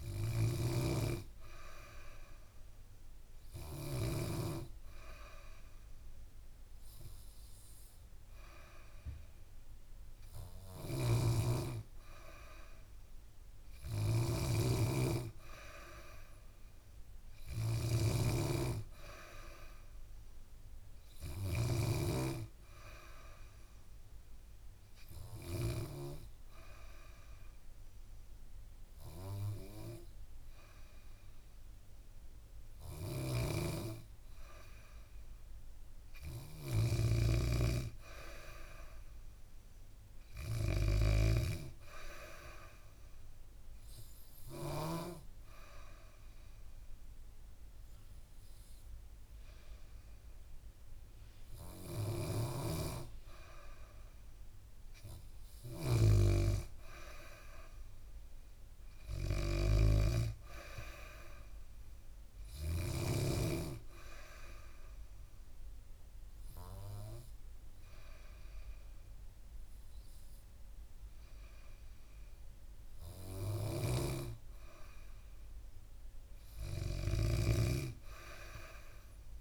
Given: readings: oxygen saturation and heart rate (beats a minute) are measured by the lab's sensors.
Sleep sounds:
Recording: breathing in sleep by a room microphone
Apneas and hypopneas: 4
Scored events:
0.00-3.50 s: snoring (device-marked)
1.00-11.50 s: hypopnea (oxygen 96% before, 93% lowest, heart rate 71 before, 69 extreme, up 0 after)
10.00-25.50 s: snoring (device-marked)
15.50-19.00 s: arousal
24.00-34.00 s: obstructive apnea (oxygen 96% before, 93% lowest, heart rate 70 before, 69 extreme)
32.50-44.50 s: snoring (device-marked)
35.50-38.50 s: arousal
41.50-54.00 s: obstructive apnea (oxygen 95% before, 93% lowest, heart rate 71 before, 69 extreme, up 2 after)
51.50-62.50 s: snoring (device-marked)
56.50-59.50 s: arousal
64.50-75.00 s: obstructive apnea (oxygen 96% before, 93% lowest, heart rate 70 before, 67 extreme, up 1 after)
73.00-79.41 s: snoring (device-marked)
77.50-79.41 s: arousal
From the record:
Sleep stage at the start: N2 (light sleep)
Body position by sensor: on the back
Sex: female

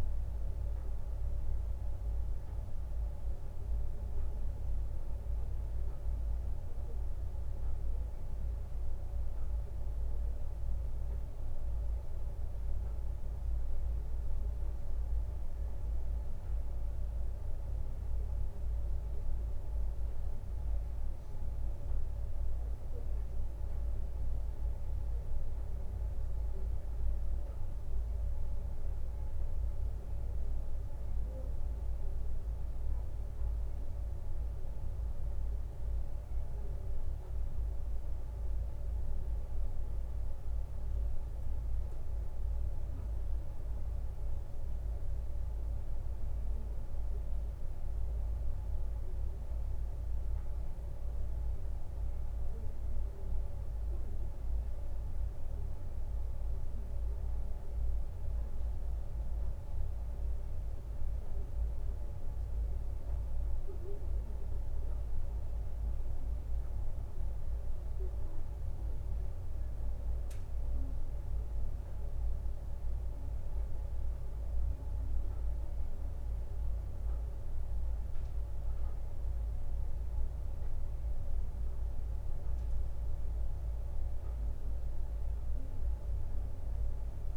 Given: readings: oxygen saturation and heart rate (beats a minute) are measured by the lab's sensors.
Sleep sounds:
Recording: breathing in sleep, hard to hear, by a room microphone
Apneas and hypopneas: none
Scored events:
37.00-40.00 s: leg movement (device-marked)
41.50-47.50 s: leg movement (device-marked)
From the record:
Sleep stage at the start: N1 (lightest sleep)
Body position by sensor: on the right side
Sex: male

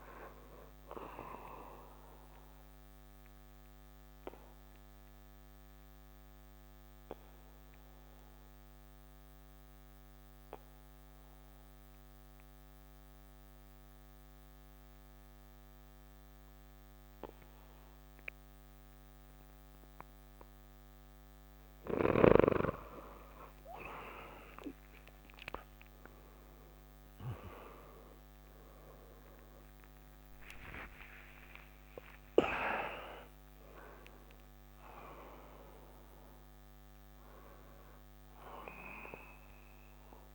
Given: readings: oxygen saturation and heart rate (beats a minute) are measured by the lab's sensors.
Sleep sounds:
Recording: breathing in sleep by a microphone on the trachea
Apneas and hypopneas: 1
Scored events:
0.00-11.50 s: oxygen desaturation (device-marked, oxygen 87% lowest, heart rate 64 extreme)
2.50-21.50 s: obstructive apnea (oxygen 96% before, 83% lowest, heart rate 66 before, 64 extreme, up 2 after)
24.50-40.35 s: oxygen desaturation (device-marked, oxygen 97% before, 83% lowest, heart rate 67 before, 65 extreme)
27.50-32.00 s: arousal
From the record:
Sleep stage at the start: N2 (light sleep)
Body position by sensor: on the back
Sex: male

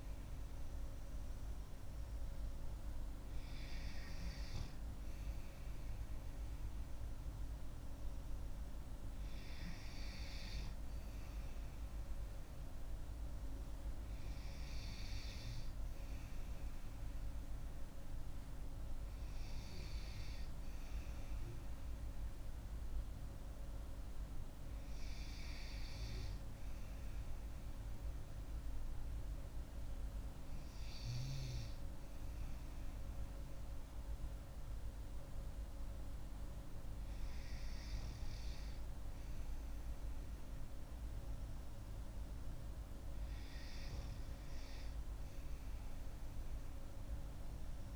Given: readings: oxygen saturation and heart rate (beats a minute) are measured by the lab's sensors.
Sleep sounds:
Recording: breathing in sleep, hard to hear, by a room microphone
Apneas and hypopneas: none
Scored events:
none scored
From the record:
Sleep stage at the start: N2 (light sleep)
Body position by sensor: on the back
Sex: female

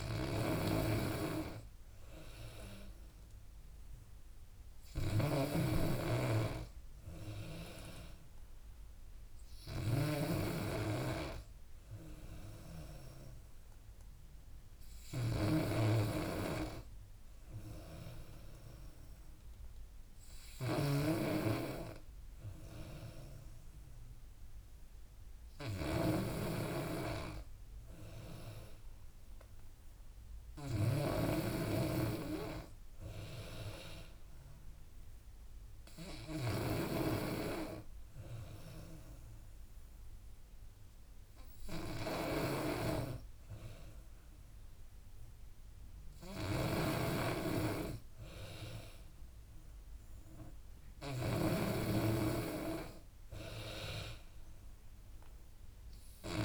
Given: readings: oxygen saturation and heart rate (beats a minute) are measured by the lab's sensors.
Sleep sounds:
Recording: breathing in sleep by a room microphone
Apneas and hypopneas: none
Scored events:
0.00-56.45 s: snoring (device-marked)
34.00-43.00 s: oxygen desaturation (device-marked, oxygen 94% before, 90% lowest, heart rate 77 before, 77 extreme)
From the record:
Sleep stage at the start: N2 (light sleep)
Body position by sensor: on the back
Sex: female

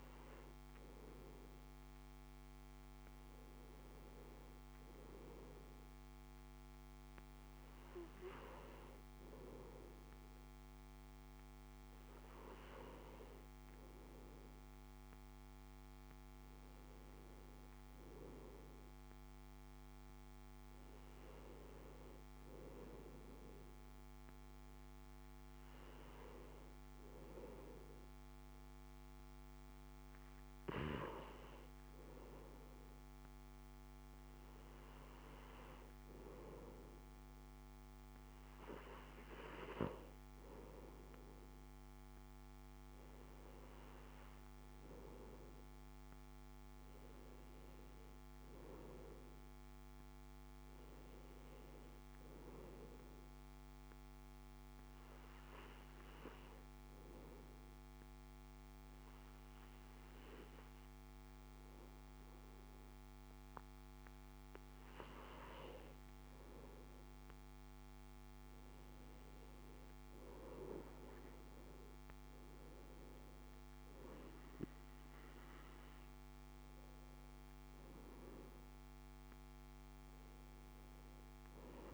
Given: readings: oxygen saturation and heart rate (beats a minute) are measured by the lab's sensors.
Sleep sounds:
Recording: breathing in sleep by a microphone on the trachea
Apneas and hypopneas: 1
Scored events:
3.50-81.93 s: new sleep stage, N2 (light sleep)
45.00-49.00 s: arousal
53.50-65.00 s: obstructive apnea (oxygen 93% before, 89% lowest, heart rate 61 before, 57 extreme, up 2 after)
68.00-72.50 s: arousal
From the record:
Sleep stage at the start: N1 (lightest sleep)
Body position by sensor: on the back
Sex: male

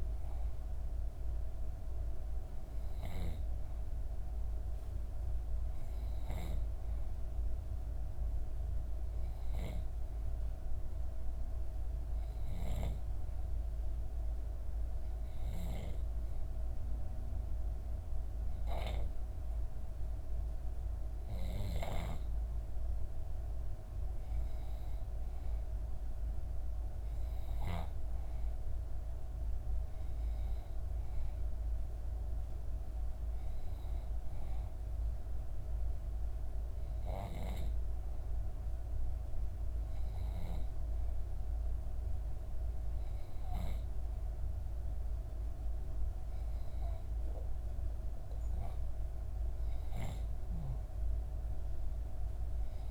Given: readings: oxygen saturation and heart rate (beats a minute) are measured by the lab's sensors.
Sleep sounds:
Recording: breathing in sleep by a room microphone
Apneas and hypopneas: 1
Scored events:
0.00-4.00 s: oxygen desaturation (device-marked, oxygen 91% lowest, heart rate 64 extreme)
8.50-20.00 s: obstructive apnea (oxygen 95% before, 91% lowest, heart rate 64 before, 64 extreme, up 2 after)
22.50-26.50 s: arousal
46.50-50.50 s: arousal
From the record:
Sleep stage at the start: N2 (light sleep)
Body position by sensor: on the back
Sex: female

